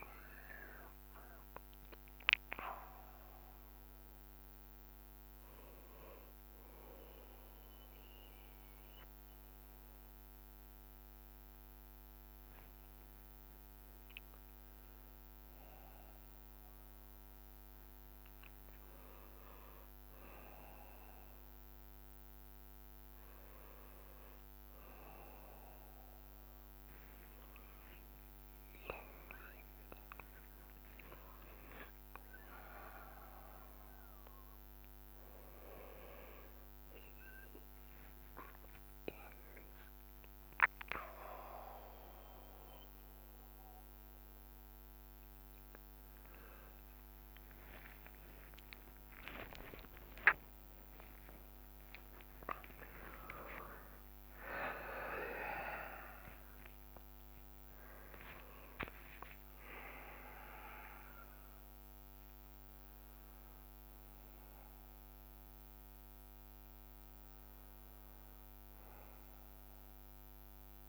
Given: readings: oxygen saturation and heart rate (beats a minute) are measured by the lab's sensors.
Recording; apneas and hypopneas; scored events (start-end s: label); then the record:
a person partly awake in a sleep study, by a microphone on the trachea; none
0.00-25.00 s: bradycardia (device-marked)
20.00-32.00 s: drop in pulse transit time (device-marked)
28.00-30.00 s: long interval between heartbeats (device-marked, heart rate 41 before, 79 extreme)
28.00-31.00 s: tachycardia (device-marked, heart rate 54 before, 97 extreme)
31.50-33.50 s: long interval between heartbeats (device-marked, heart rate 46 before, 107 extreme)
35.00-43.00 s: bradycardia (device-marked, heart rate 55 before, 58 extreme)
37.00-70.89 s: new sleep stage, awake
45.00-51.00 s: tachycardia (device-marked, heart rate 55 before, 127 extreme)
47.00-60.00 s: drop in pulse transit time (device-marked, heart rate 73 before, 46 extreme)
47.50-49.50 s: long interval between heartbeats (device-marked, heart rate 73 before, 77 extreme)
49.50-51.50 s: long interval between heartbeats (device-marked, heart rate 76 before, 113 extreme)
52.00-70.89 s: bradycardia (device-marked)
58.50-60.50 s: long interval between heartbeats (device-marked, heart rate 79 before, 49 extreme)
66.50-68.50 s: long interval between heartbeats (device-marked, heart rate 73 before, 43 extreme)
From the record:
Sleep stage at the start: N2 (light sleep); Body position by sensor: on the back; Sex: male